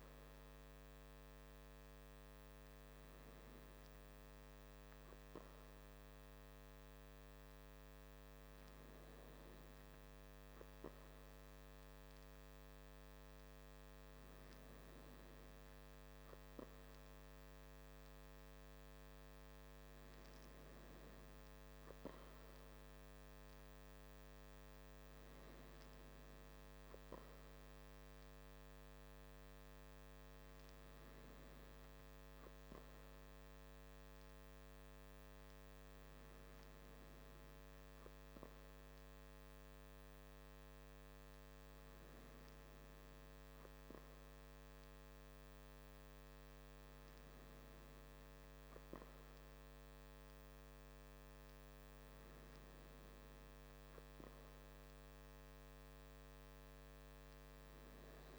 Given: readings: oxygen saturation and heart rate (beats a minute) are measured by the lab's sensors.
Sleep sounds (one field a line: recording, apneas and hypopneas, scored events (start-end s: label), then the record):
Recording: breathing in sleep, hard to hear, by a microphone on the trachea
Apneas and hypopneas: none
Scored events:
34.00-58.39 s: new sleep stage, N3 (deep sleep)
From the record:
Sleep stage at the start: N2 (light sleep)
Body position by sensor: on the back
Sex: male